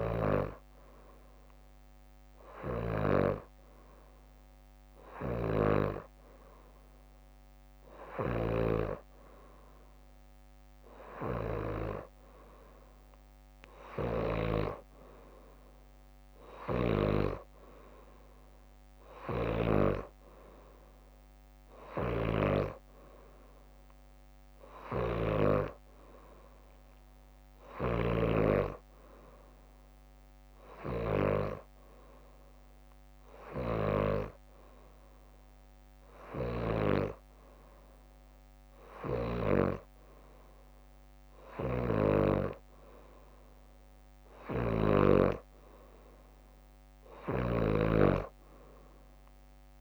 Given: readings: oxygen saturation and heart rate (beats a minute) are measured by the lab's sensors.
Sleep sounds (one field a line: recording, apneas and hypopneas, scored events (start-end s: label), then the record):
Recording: breathing in sleep by a microphone on the trachea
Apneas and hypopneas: none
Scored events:
0.00-3.00 s: leg movement (device-marked)
0.00-3.00 s: snoring (device-marked)
5.00-17.00 s: snoring (device-marked)
13.50-14.50 s: leg movement (device-marked)
21.50-28.00 s: snoring (device-marked)
34.50-49.81 s: drop in pulse transit time (device-marked, heart rate 62 before, 62 extreme)
36.00-39.50 s: snoring (device-marked)
44.00-49.81 s: snoring (device-marked)
From the record:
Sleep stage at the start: N2 (light sleep)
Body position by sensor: upright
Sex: female